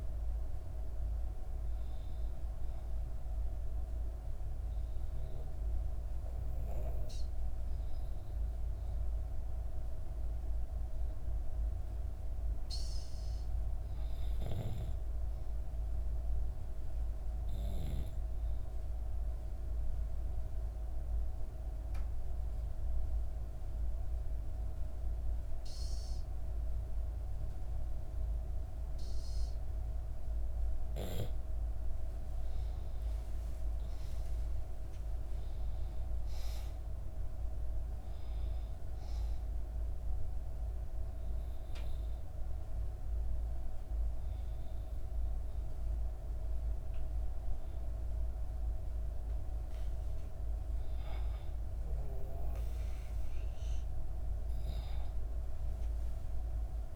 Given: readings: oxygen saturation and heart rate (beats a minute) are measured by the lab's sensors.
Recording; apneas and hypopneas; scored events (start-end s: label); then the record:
breathing in sleep, hard to hear, by a room microphone; 3
0.00-12.00 s: oxygen desaturation (device-marked, oxygen 91% lowest, heart rate 58 extreme)
3.00-13.00 s: obstructive apnea (oxygen 98% before, 90% lowest, heart rate 62 before, 59 extreme, up 5 after)
14.50-18.00 s: arousal
21.00-31.00 s: obstructive apnea (oxygen 96% before, 90% lowest, heart rate 60 before, 58 extreme, up 7 after)
30.00-55.00 s: oxygen desaturation (device-marked, oxygen 96% before, 90% lowest, heart rate 60 before, 58 extreme)
32.50-36.00 s: arousal
40.00-50.00 s: obstructive apnea (oxygen 96% before, 90% lowest, heart rate 61 before, 58 extreme, up 1 after)
From the record:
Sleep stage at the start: N2 (light sleep); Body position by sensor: on the back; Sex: female